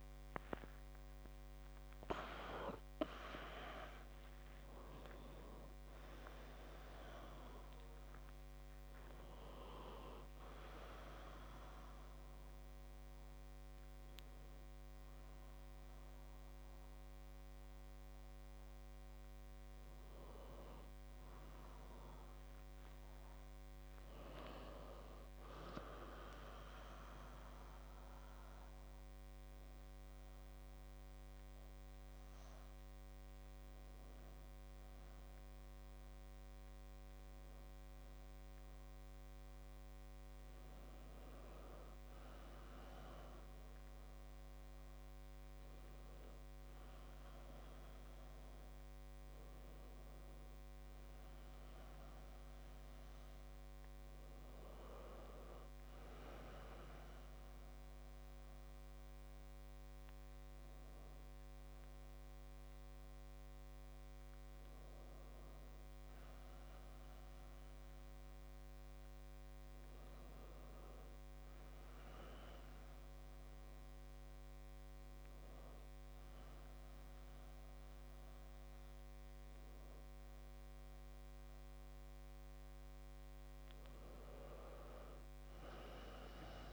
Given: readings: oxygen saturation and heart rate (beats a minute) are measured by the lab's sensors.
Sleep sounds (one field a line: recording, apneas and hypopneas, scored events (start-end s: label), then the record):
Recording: breathing in sleep by a microphone on the trachea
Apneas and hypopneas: 2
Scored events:
0.00-1.50 s: long interval between heartbeats (device-marked, heart rate 179 extreme)
0.50-5.50 s: arousal
1.50-3.50 s: long interval between heartbeats (device-marked, heart rate 122 before, 146 extreme)
5.50-7.50 s: long interval between heartbeats (device-marked, heart rate 139 before, 104 extreme)
28.00-40.00 s: hypopnea (oxygen 98% before, 96% lowest, heart rate 73 before, 66 extreme, up 1 after)
42.00-45.00 s: arousal
57.50-70.00 s: hypopnea (oxygen 99% before, 95% lowest, heart rate 67 before, 66 extreme, up 1 after)
73.00-76.50 s: arousal
From the record:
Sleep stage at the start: N2 (light sleep)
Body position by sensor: on the back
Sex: male